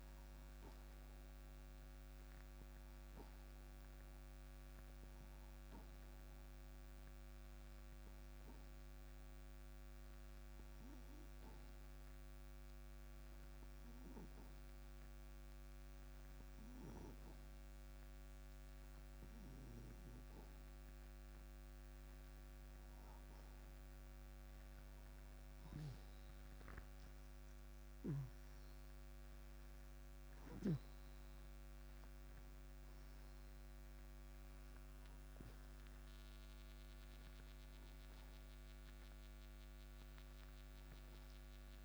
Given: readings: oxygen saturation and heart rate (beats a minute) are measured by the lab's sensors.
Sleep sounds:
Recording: breathing in sleep, hard to hear, by a microphone on the trachea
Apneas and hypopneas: 1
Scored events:
0.00-1.50 s: oxygen desaturation (device-marked, oxygen 92% lowest)
4.50-21.50 s: obstructive apnea (oxygen 96% before, 90% lowest)
25.00-27.50 s: arousal
From the record:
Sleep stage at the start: N2 (light sleep)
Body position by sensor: on the right side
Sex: male

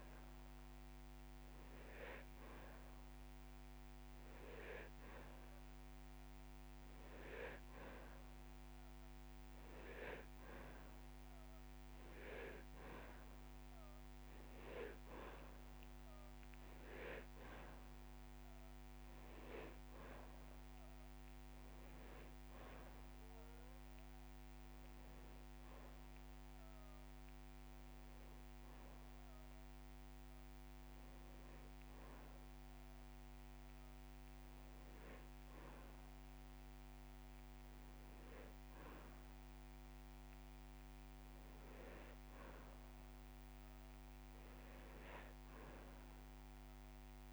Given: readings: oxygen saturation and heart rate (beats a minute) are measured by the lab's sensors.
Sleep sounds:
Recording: breathing in sleep by a microphone on the trachea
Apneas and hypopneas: none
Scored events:
43.00-45.00 s: long interval between heartbeats (device-marked)
From the record:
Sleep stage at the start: N2 (light sleep)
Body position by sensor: on the back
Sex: male

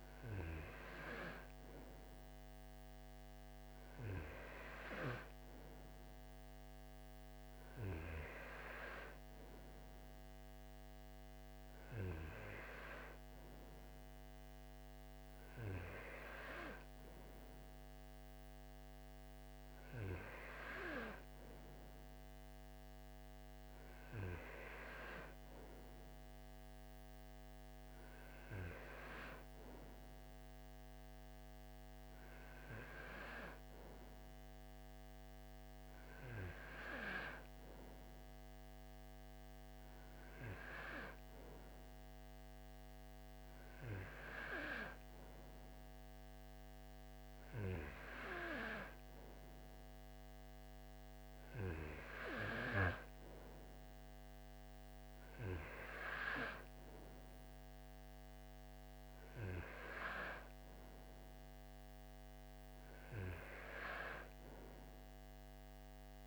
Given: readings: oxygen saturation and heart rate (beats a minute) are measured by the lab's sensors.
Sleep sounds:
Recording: breathing in sleep by a microphone on the trachea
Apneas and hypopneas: none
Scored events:
none scored
From the record:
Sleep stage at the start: N2 (light sleep)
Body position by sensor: on the right side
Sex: male

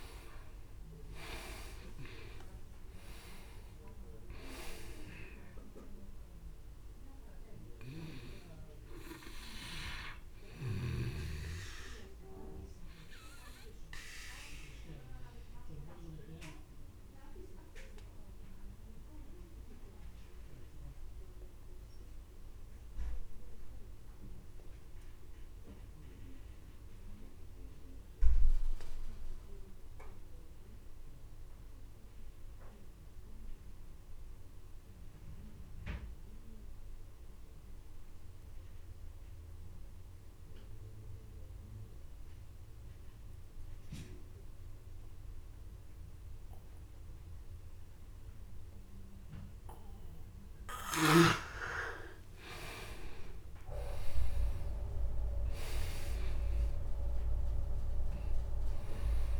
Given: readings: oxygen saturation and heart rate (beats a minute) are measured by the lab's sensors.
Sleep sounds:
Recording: breathing in sleep by a room microphone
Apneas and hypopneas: 1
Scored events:
0.50-4.50 s: arousal
0.50-28.50 s: oxygen desaturation (device-marked, oxygen 98% before, 89% lowest, heart rate 48 before, 27 extreme)
12.50-50.00 s: obstructive apnea (oxygen 100% before, 85% lowest, heart rate 46 before, 26 extreme, up 26 after)
43.50-59.40 s: oxygen desaturation (device-marked, oxygen 99% before, 85% lowest)
52.50-56.50 s: arousal
From the record:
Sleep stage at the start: N2 (light sleep)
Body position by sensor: on the back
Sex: male

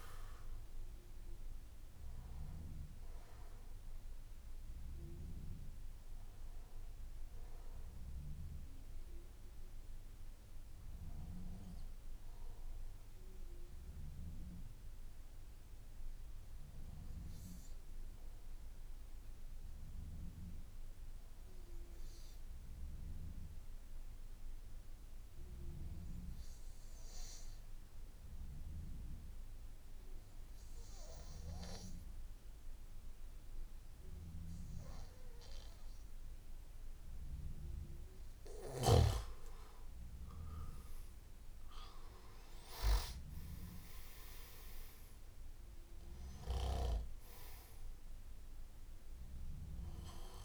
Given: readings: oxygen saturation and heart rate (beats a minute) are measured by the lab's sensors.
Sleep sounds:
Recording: breathing in sleep by a room microphone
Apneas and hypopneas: 1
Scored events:
15.50-38.00 s: obstructive apnea (oxygen 96% before, 92% lowest, heart rate 56 before, 51 extreme, up 8 after)
38.50-50.45 s: oxygen desaturation (device-marked, oxygen 98% before, 92% lowest, heart rate 56 before, 51 extreme)
From the record:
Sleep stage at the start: N3 (deep sleep)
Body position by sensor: on the back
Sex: male

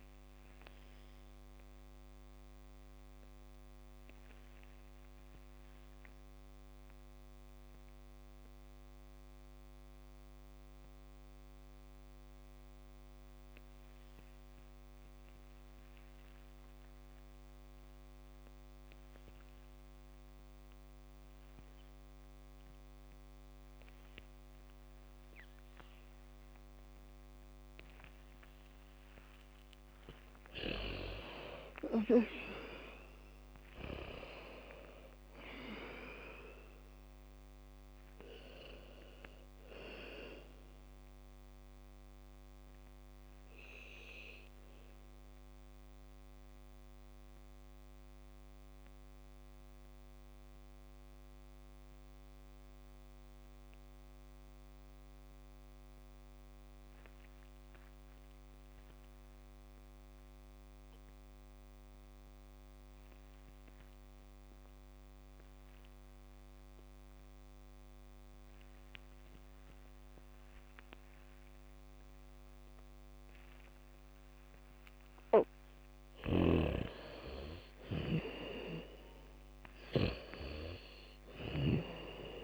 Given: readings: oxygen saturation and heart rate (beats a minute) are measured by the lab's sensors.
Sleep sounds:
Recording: breathing in sleep by a microphone on the trachea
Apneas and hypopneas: 2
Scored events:
0.00-16.50 s: oxygen desaturation (device-marked, oxygen 87% lowest, heart rate 43 extreme)
2.50-29.50 s: mixed apnea (oxygen 99% before, 85% lowest, heart rate 64 before, 43 extreme)
29.50-36.50 s: bradycardia (device-marked, heart rate 70 before, 43 extreme)
30.50-61.50 s: oxygen desaturation (device-marked, oxygen 98% before, 85% lowest, heart rate 70 before, 43 extreme)
31.00-35.00 s: arousal
45.00-75.50 s: mixed apnea (oxygen 98% before, 83% lowest, heart rate 62 before, 43 extreme)
71.50-82.44 s: bradycardia (device-marked, heart rate 70 before, 43 extreme)
72.50-82.44 s: oxygen desaturation (device-marked, oxygen 99% before, 83% lowest, heart rate 71 before, 43 extreme)
76.50-80.50 s: snoring (device-marked)
77.00-81.50 s: arousal
From the record:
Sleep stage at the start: N2 (light sleep)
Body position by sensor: on the back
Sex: female

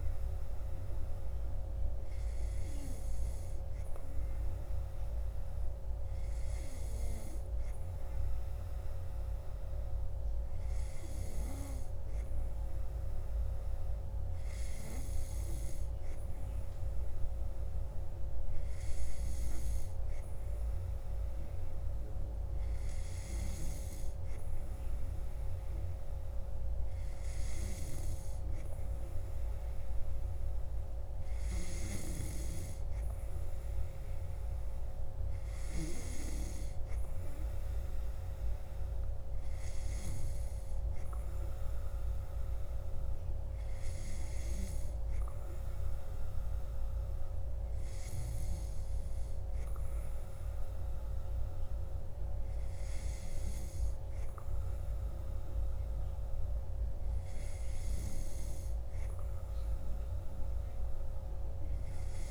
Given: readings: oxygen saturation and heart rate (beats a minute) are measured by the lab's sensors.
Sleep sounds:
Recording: breathing in sleep, hard to hear, by a room microphone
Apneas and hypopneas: none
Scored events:
none scored
From the record:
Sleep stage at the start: N2 (light sleep)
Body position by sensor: on the back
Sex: male

